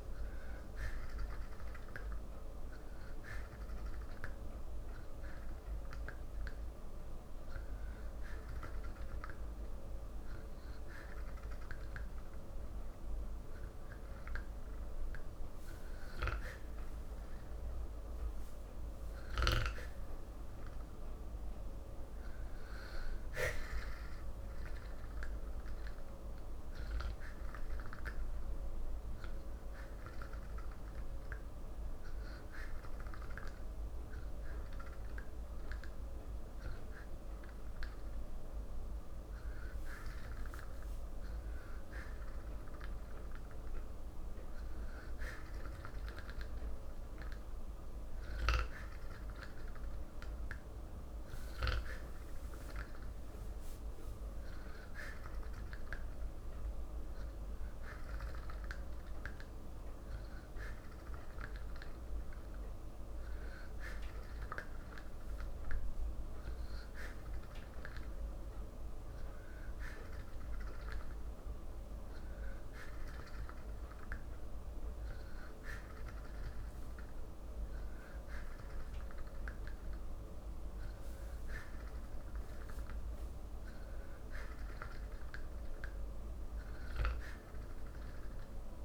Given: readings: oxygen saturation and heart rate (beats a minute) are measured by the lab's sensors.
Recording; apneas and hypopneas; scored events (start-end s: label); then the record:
breathing in sleep, hard to hear, by a room microphone; 1
25.00-44.00 s: oxygen desaturation (device-marked, oxygen 94% before, 91% lowest, heart rate 55 before, 54 extreme)
25.50-39.50 s: hypopnea (oxygen 94% before, 91% lowest, heart rate 55 before, 54 extreme, up 4 after)
41.00-44.50 s: arousal
52.00-63.00 s: oxygen desaturation (device-marked, oxygen 94% before, 91% lowest, heart rate 56 before, 54 extreme)
From the record:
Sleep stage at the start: N3 (deep sleep); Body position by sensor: on the back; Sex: male